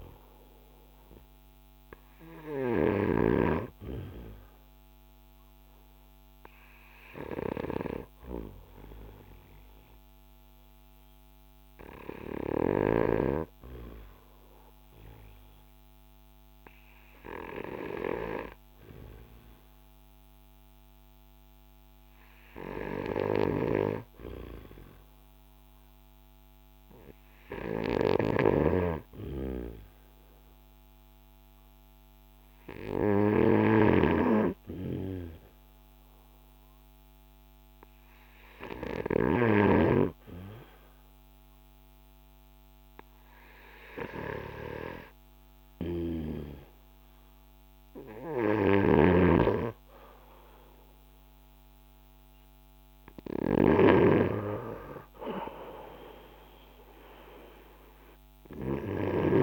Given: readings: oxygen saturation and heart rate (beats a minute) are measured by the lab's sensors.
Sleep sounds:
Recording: breathing in sleep by a microphone on the trachea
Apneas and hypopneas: 1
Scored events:
0.00-22.50 s: oxygen desaturation (device-marked, oxygen 89% lowest, heart rate 36 extreme)
3.00-52.50 s: hypopnea (oxygen 97% before, 89% lowest, heart rate 52 before, 36 extreme, up 1 after)
55.00-59.43 s: arousal
From the record:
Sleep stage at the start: N2 (light sleep)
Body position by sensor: on the front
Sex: male

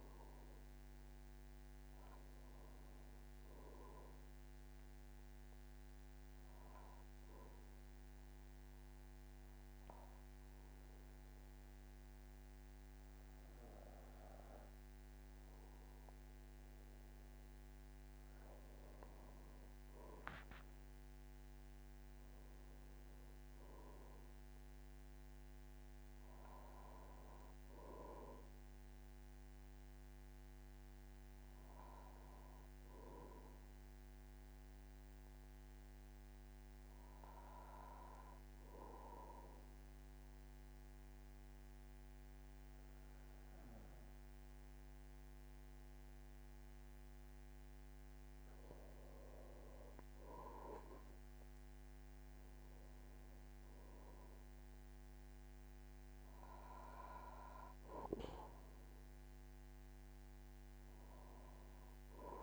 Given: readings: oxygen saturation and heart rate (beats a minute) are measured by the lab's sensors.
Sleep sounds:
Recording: breathing in sleep by a microphone on the trachea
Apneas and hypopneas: 2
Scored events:
1.00-4.50 s: arousal
7.50-19.00 s: obstructive apnea (oxygen 96% before, 94% lowest, heart rate 56 before, 50 extreme, up 11 after)
21.00-24.00 s: arousal
36.00-49.00 s: obstructive apnea (oxygen 96% before, 87% lowest, heart rate 56 before, 48 extreme, up 11 after)
52.00-55.50 s: arousal
From the record:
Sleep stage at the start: N2 (light sleep)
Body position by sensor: on the back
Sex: male

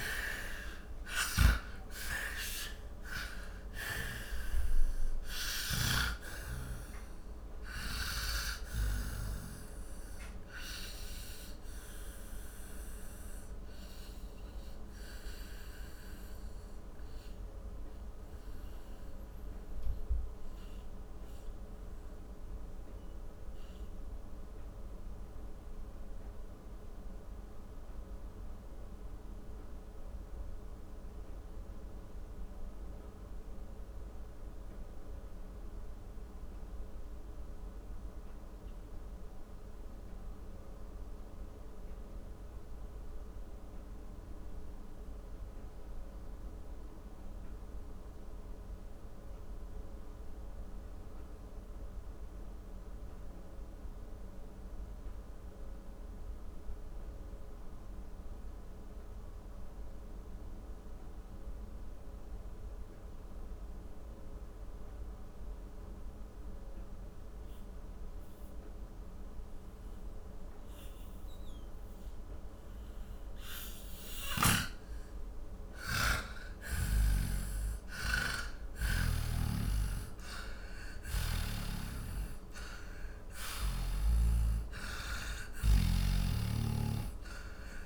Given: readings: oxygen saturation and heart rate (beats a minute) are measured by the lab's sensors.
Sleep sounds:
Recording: breathing in sleep by a room microphone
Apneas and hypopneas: 1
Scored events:
0.00-6.00 s: snoring (device-marked)
0.00-40.00 s: oxygen desaturation (device-marked, oxygen 80% lowest, heart rate 36 extreme)
9.00-74.00 s: obstructive apnea (oxygen 97% before, 79% lowest, heart rate 64 before, 36 extreme, up 20 after)
66.00-87.86 s: oxygen desaturation (device-marked, oxygen 98% before, 79% lowest, heart rate 45 before, 37 extreme)
74.50-80.00 s: arousal
From the record:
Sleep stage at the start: N2 (light sleep)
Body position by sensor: on the back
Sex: male

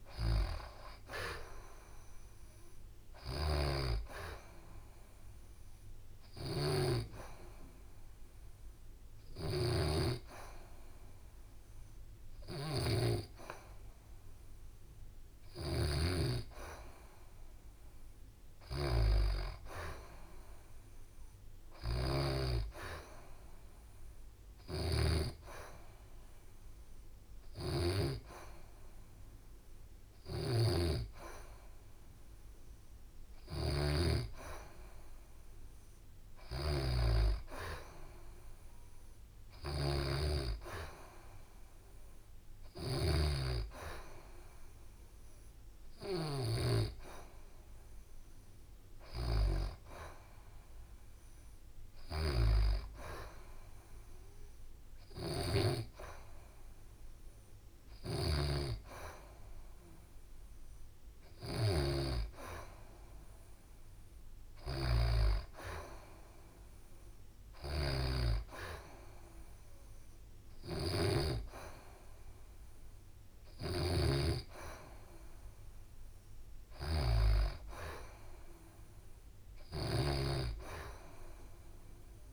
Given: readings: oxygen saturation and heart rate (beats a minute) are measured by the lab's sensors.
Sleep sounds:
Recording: breathing in sleep by a room microphone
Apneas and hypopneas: none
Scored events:
2.50-22.00 s: snoring (device-marked)
4.00-18.00 s: oxygen desaturation (device-marked, oxygen 93% before, 90% lowest, heart rate 71 before, 68 extreme)
24.00-27.50 s: snoring (device-marked)
29.50-82.33 s: snoring (device-marked)
From the record:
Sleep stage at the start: N2 (light sleep)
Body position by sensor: on the back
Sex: female

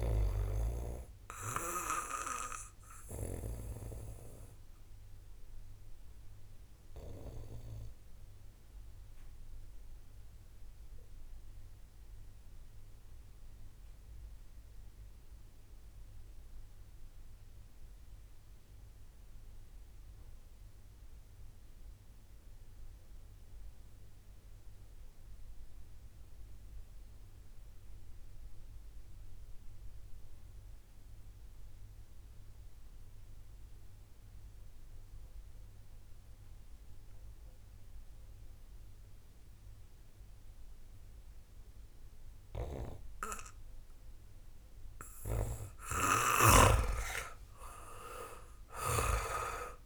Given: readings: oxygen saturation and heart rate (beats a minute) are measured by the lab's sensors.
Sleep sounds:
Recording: breathing in sleep by a room microphone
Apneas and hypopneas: 1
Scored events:
0.00-17.00 s: oxygen desaturation (device-marked, oxygen 90% lowest)
4.50-42.50 s: obstructive apnea (oxygen 97% before, 87% lowest, heart rate 42 before, 32 extreme, up 10 after)
34.00-49.86 s: oxygen desaturation (device-marked, oxygen 97% before, 87% lowest, heart rate 62 before, 32 extreme)
44.50-48.50 s: arousal
46.00-49.86 s: snoring (device-marked)
From the record:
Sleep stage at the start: N2 (light sleep)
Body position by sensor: on the back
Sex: male

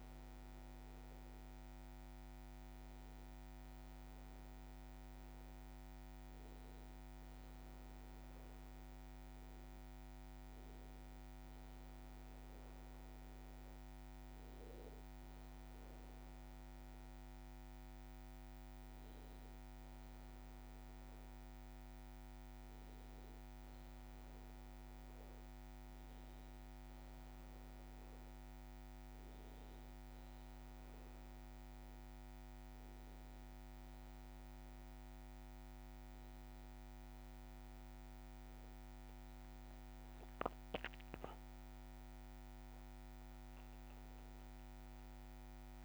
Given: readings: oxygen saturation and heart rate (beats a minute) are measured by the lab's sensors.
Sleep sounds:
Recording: breathing in sleep, hard to hear, by a microphone on the trachea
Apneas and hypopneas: none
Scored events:
37.50-42.00 s: arousal
38.00-40.00 s: long interval between heartbeats (device-marked, heart rate 60 before, 65 extreme)
From the record:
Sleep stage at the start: N2 (light sleep)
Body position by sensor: on the back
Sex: male

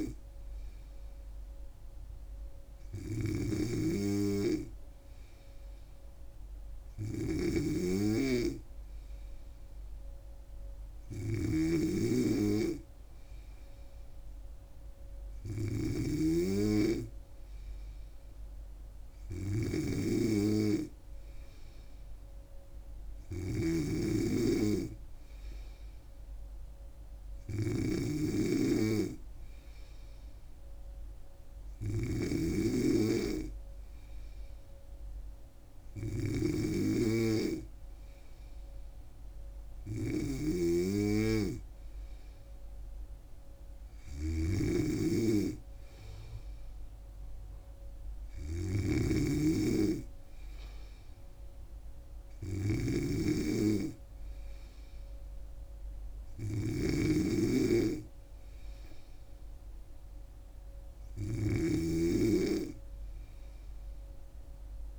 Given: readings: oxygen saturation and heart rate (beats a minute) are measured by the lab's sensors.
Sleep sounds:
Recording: breathing in sleep by a room microphone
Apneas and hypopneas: none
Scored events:
0.00-64.99 s: snoring (device-marked)
From the record:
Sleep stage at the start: N3 (deep sleep)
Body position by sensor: on the back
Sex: female

